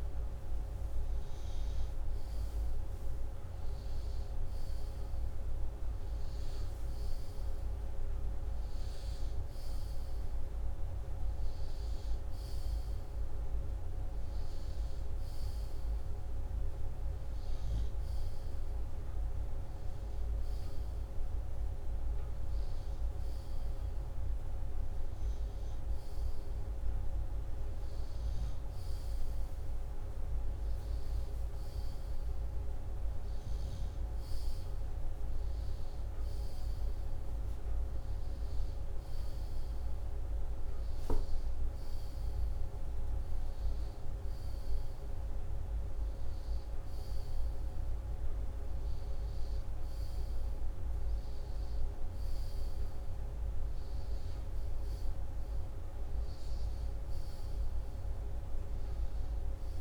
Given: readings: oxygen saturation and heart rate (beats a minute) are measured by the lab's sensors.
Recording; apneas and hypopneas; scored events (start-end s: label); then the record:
breathing in sleep, hard to hear, by a room microphone; none
none scored
From the record:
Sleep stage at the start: N2 (light sleep); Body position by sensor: upright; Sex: male